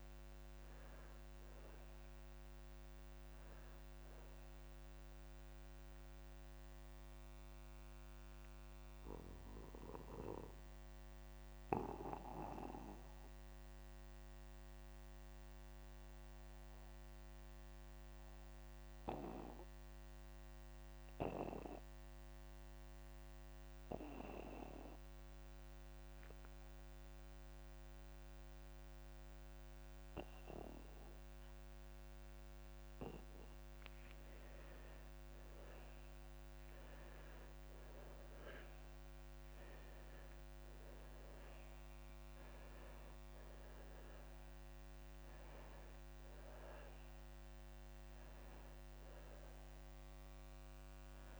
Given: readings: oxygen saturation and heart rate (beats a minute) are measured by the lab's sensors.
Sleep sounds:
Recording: breathing in sleep by a microphone on the trachea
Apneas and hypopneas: 1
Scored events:
0.00-18.00 s: oxygen desaturation (device-marked, oxygen 88% lowest)
7.50-34.50 s: mixed apnea (oxygen 99% before, 86% lowest)
34.00-51.39 s: oxygen desaturation (device-marked, oxygen 98% before, 86% lowest)
37.50-40.50 s: arousal
From the record:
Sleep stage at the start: N2 (light sleep)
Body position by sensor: on the back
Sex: male

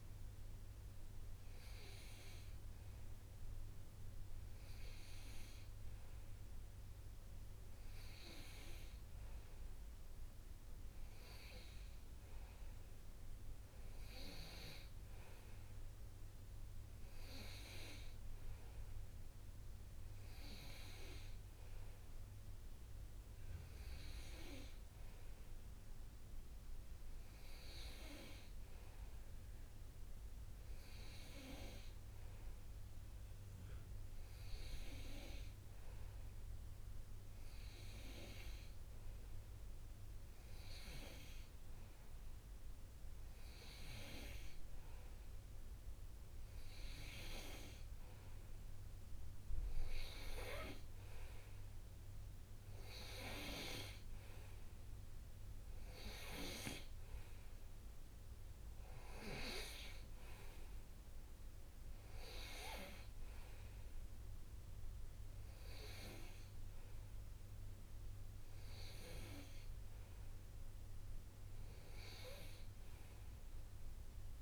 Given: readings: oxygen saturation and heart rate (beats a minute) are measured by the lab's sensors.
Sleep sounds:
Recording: breathing in sleep by a room microphone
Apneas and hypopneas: none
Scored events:
none scored
From the record:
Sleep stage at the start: N2 (light sleep)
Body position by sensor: on the right side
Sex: male

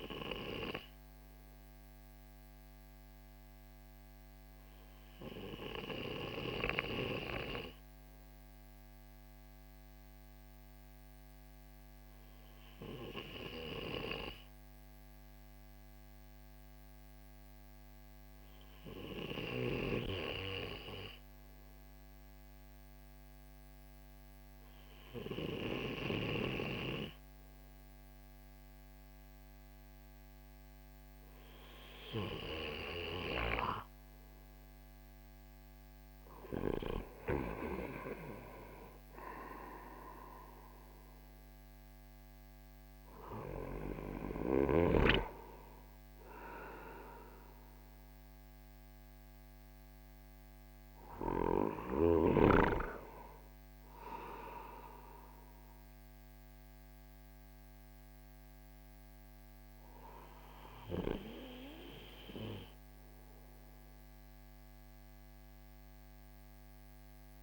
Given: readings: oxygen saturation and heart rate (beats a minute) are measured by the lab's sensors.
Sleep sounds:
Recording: breathing in sleep by a microphone on the trachea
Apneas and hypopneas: none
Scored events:
38.00-44.00 s: arousal
From the record:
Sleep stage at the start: REM sleep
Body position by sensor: on the right side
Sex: male

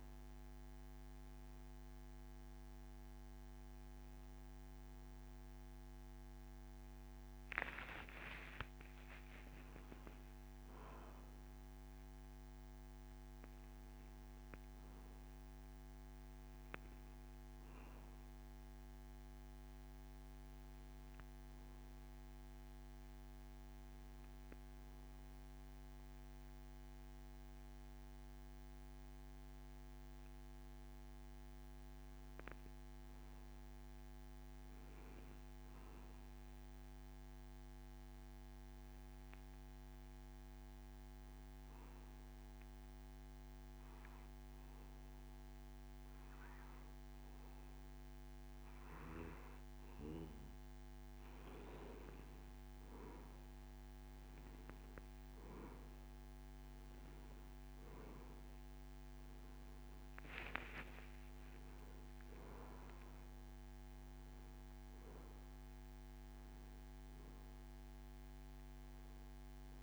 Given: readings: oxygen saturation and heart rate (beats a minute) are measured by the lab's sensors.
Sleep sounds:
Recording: breathing in sleep by a microphone on the trachea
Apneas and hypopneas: 1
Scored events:
3.50-69.83 s: new sleep stage, N2 (light sleep)
6.00-10.50 s: arousal
37.00-50.50 s: obstructive apnea (oxygen 95% before, 91% lowest)
56.50-60.50 s: arousal
From the record:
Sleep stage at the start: N1 (lightest sleep)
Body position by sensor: on the back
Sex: male

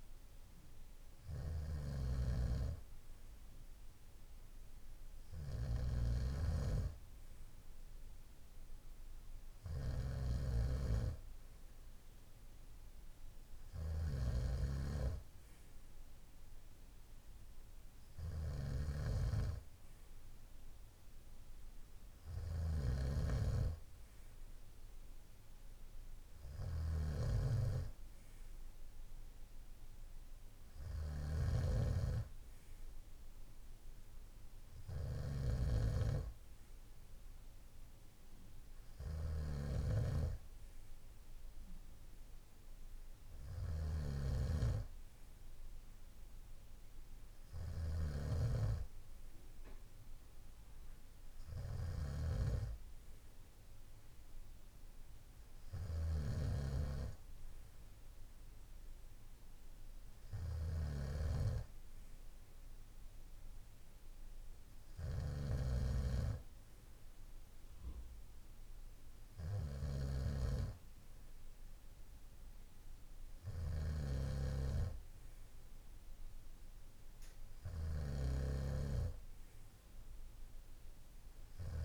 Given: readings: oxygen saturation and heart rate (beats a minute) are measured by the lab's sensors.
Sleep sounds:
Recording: breathing in sleep by a room microphone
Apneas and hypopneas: none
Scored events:
0.00-81.85 s: snoring (device-marked)
From the record:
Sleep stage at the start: N2 (light sleep)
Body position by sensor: on the right side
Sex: male

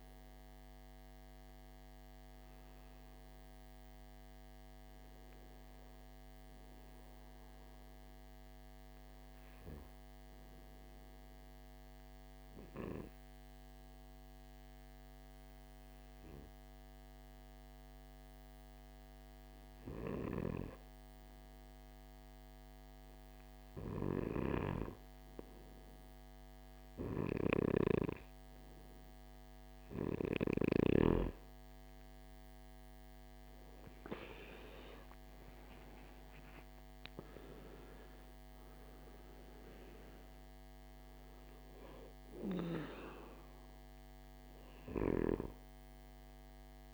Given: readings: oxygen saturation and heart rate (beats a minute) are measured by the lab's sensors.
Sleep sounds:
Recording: breathing in sleep by a microphone on the trachea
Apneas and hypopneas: 1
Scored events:
0.00-9.50 s: oxygen desaturation (device-marked, oxygen 86% lowest, heart rate 51 extreme)
2.50-29.50 s: hypopnea (oxygen 98% before, 86% lowest, heart rate 67 before, 51 extreme, up 9 after)
31.50-46.94 s: oxygen desaturation (device-marked, oxygen 98% before, 92% lowest, heart rate 55 before, 53 extreme)
32.00-34.50 s: arousal
From the record:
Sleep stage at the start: N2 (light sleep)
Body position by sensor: on the right side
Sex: male

